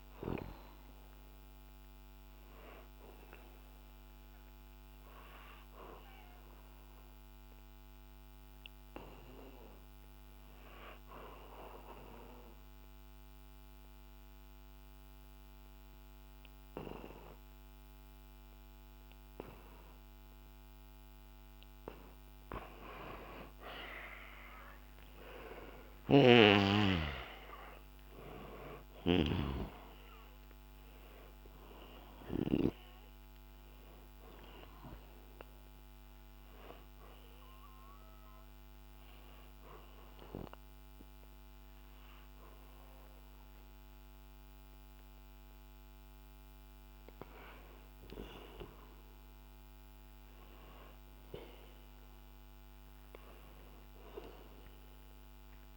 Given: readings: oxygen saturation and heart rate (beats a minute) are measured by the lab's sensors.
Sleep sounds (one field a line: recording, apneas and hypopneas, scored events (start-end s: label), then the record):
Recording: breathing in sleep by a microphone on the trachea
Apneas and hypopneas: 2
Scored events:
0.00-10.00 s: oxygen desaturation (device-marked, oxygen 91% lowest, heart rate 60 extreme)
1.50-22.00 s: obstructive apnea (oxygen 98% before, 91% lowest, heart rate 61 before, 60 extreme, up 1 after)
25.50-30.00 s: arousal
30.00-49.00 s: oxygen desaturation (device-marked, oxygen 97% before, 92% lowest, heart rate 63 before, 62 extreme)
37.00-47.50 s: obstructive apnea (oxygen 98% before, 91% lowest, heart rate 64 before, 62 extreme, up 0 after)
49.50-54.00 s: arousal
From the record:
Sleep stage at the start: N2 (light sleep)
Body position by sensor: on the back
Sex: male